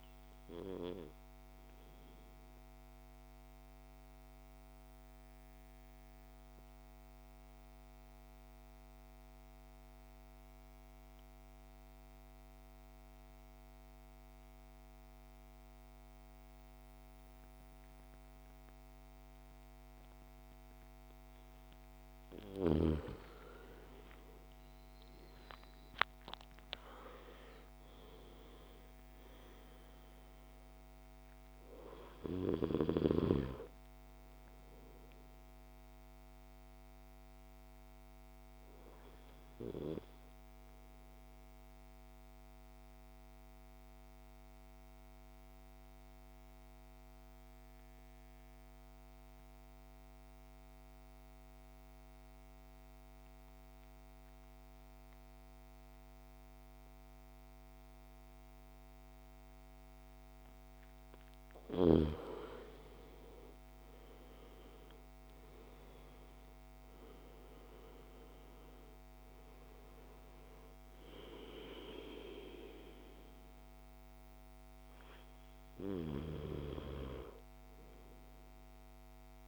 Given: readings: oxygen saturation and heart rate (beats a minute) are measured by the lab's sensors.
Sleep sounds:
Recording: breathing in sleep by a microphone on the trachea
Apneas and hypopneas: 2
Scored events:
0.00-13.50 s: oxygen desaturation (device-marked, oxygen 90% lowest, heart rate 52 extreme)
1.00-22.00 s: obstructive apnea (oxygen 98% before, 85% lowest, heart rate 56 before, 51 extreme, up 19 after)
20.50-53.50 s: oxygen desaturation (device-marked, oxygen 98% before, 85% lowest, heart rate 53 before, 51 extreme)
23.50-28.00 s: arousal
41.50-61.00 s: obstructive apnea (oxygen 98% before, 85% lowest, heart rate 62 before, 52 extreme, up 15 after)
63.50-67.50 s: arousal
63.50-79.48 s: oxygen desaturation (device-marked, oxygen 99% before, 86% lowest, heart rate 53 before, 51 extreme)
From the record:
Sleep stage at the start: N2 (light sleep)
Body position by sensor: on the back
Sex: male

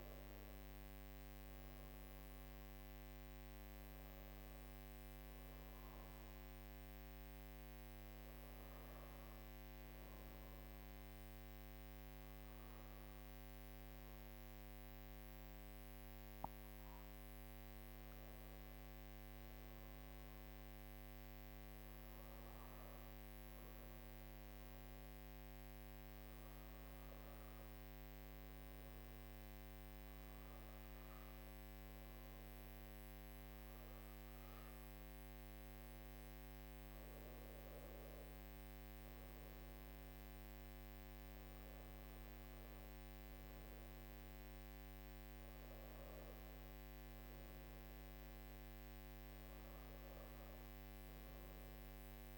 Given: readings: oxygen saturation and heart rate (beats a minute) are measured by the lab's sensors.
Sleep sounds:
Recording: breathing in sleep, hard to hear, by a microphone on the trachea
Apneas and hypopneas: none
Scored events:
41.00-45.50 s: arousal
From the record:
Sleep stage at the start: N2 (light sleep)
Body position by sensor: on the right side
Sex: female

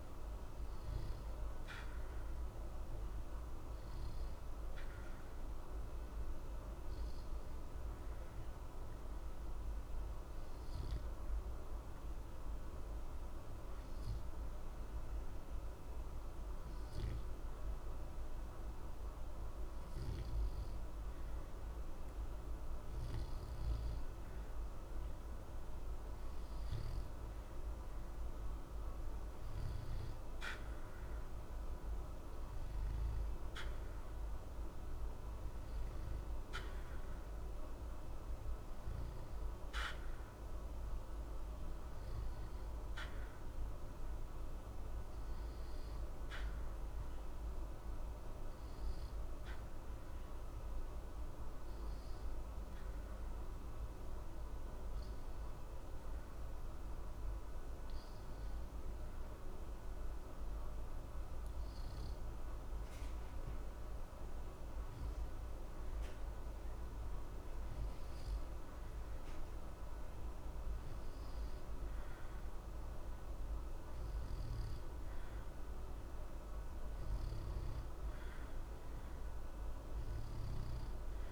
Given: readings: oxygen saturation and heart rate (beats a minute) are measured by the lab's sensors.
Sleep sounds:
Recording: breathing in sleep, hard to hear, by a room microphone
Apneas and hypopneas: 2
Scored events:
6.00-22.00 s: obstructive apnea (oxygen 93% before, 90% lowest, heart rate 60 before, 60 extreme, up 0 after)
24.50-28.50 s: arousal
49.00-65.50 s: obstructive apnea (oxygen 92% before, 90% lowest, heart rate 60 before, 60 extreme, up 0 after)
68.00-71.50 s: arousal
From the record:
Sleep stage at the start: N2 (light sleep)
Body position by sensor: on the back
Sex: male

